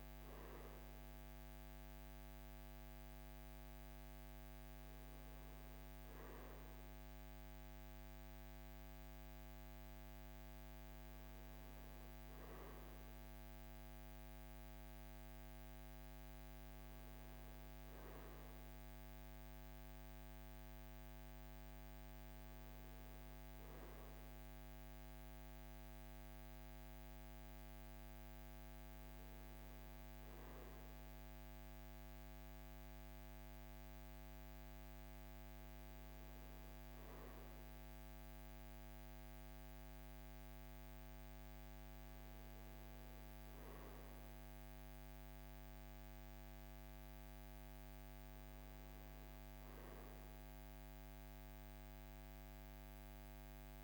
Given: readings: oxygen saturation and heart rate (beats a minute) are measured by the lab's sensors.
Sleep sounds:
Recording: breathing in sleep, hard to hear, by a microphone on the trachea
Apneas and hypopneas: none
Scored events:
none scored
From the record:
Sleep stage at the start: N2 (light sleep)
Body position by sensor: on the right side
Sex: male

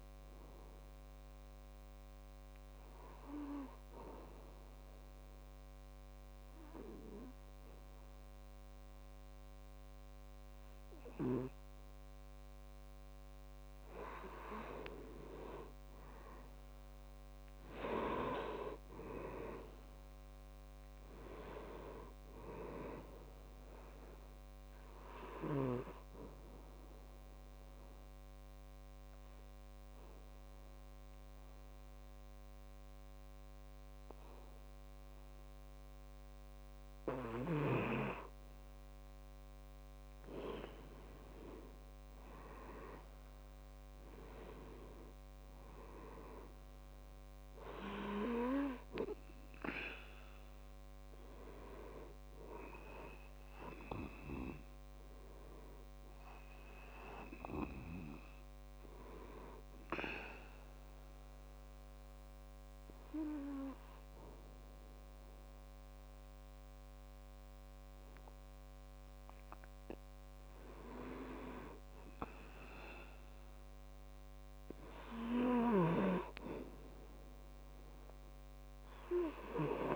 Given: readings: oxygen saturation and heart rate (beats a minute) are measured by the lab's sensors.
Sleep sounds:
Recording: breathing in sleep by a microphone on the trachea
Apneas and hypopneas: 3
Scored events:
1.00-14.00 s: obstructive apnea (oxygen 98% before, 92% lowest, heart rate 66 before, 64 extreme, up 4 after)
16.50-20.00 s: arousal
21.50-35.50 s: oxygen desaturation (device-marked, oxygen 96% before, 92% lowest, heart rate 66 before, 65 extreme)
24.50-38.00 s: obstructive apnea (oxygen 96% before, 92% lowest, heart rate 66 before, 65 extreme, up 7 after)
41.00-44.50 s: arousal
47.50-65.50 s: oxygen desaturation (device-marked, oxygen 97% before, 92% lowest, heart rate 68 before, 62 extreme)
59.50-70.00 s: obstructive apnea (oxygen 97% before, 88% lowest, heart rate 69 before, 62 extreme, up 6 after)
71.00-74.00 s: arousal
From the record:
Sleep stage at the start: N2 (light sleep)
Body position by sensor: on the back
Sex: male

